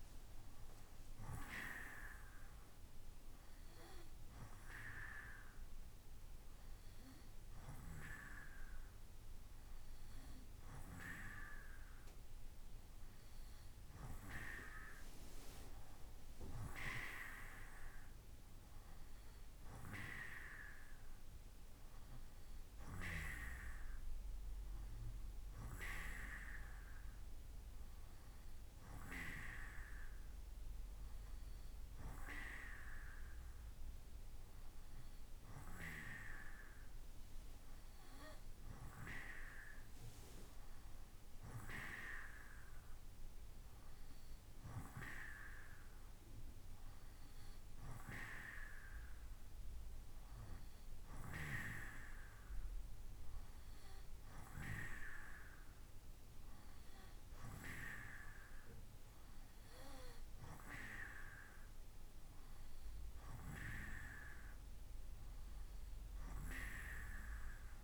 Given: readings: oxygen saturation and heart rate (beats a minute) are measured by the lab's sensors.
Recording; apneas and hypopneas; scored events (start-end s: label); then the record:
breathing in sleep by a room microphone; none
none scored
From the record:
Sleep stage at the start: N2 (light sleep); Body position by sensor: on the right side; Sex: male